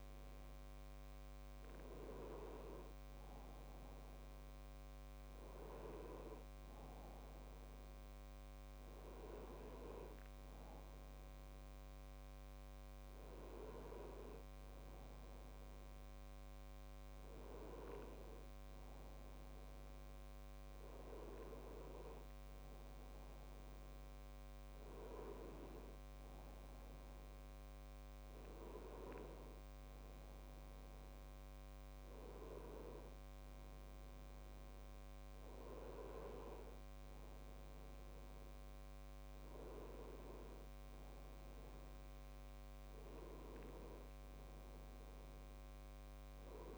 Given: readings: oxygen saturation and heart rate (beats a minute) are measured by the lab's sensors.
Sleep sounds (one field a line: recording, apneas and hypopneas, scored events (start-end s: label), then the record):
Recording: breathing in sleep by a microphone on the trachea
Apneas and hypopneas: none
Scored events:
none scored
From the record:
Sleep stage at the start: N2 (light sleep)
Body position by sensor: on the back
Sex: male